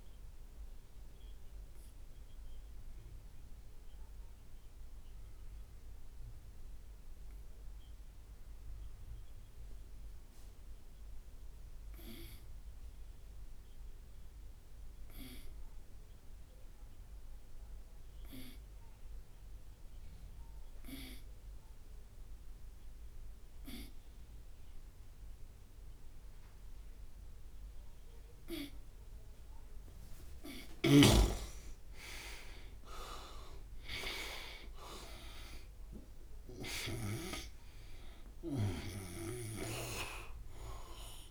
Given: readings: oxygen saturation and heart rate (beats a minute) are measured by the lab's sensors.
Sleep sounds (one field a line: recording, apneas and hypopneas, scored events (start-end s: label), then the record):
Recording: breathing in sleep by a room microphone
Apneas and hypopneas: 1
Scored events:
0.00-21.00 s: oxygen desaturation (device-marked, oxygen 89% lowest)
1.50-28.50 s: obstructive apnea (oxygen 99% before, 86% lowest)
23.00-41.31 s: oxygen desaturation (device-marked, oxygen 99% before, 86% lowest)
27.00-41.31 s: tachycardia (device-marked)
29.50-34.00 s: arousal
From the record:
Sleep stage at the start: N2 (light sleep)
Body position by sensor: on the right side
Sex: male